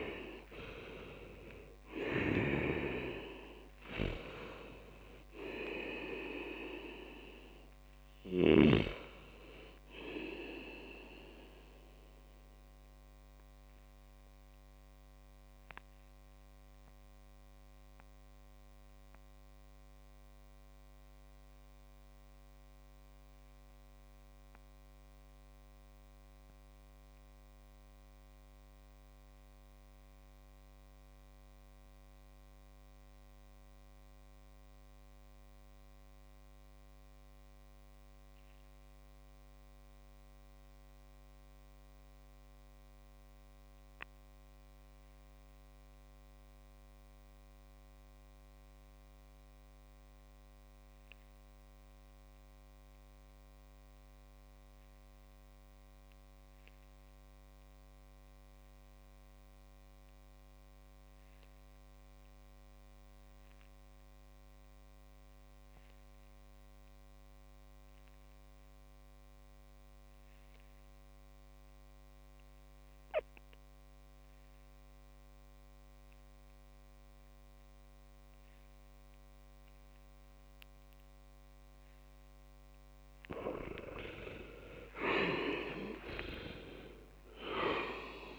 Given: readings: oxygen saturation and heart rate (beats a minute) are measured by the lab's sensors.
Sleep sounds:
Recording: breathing in sleep by a microphone on the trachea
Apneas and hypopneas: 1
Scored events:
12.00-81.00 s: obstructive apnea (oxygen 98% before, 95% lowest)
81.00-88.39 s: new sleep stage, awake
From the record:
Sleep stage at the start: REM sleep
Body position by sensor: on the back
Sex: male

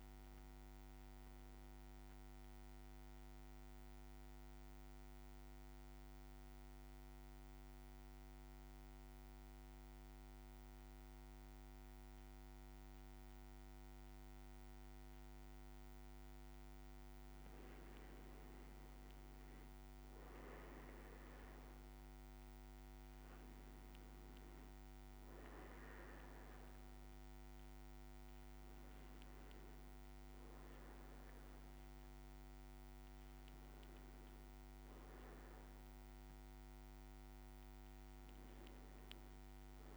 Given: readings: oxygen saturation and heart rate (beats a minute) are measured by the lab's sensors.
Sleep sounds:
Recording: breathing in sleep, hard to hear, by a microphone on the trachea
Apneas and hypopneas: 1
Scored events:
1.50-17.00 s: mixed apnea (oxygen 100% before, 94% lowest, heart rate 57 before, 55 extreme, up 4 after)
19.00-23.00 s: arousal
20.50-39.97 s: oxygen desaturation (device-marked, oxygen 99% before, 94% lowest, heart rate 56 before, 56 extreme)
33.50-39.97 s: new sleep stage, N1 (lightest sleep)
From the record:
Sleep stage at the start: N2 (light sleep)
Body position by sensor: on the back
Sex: male

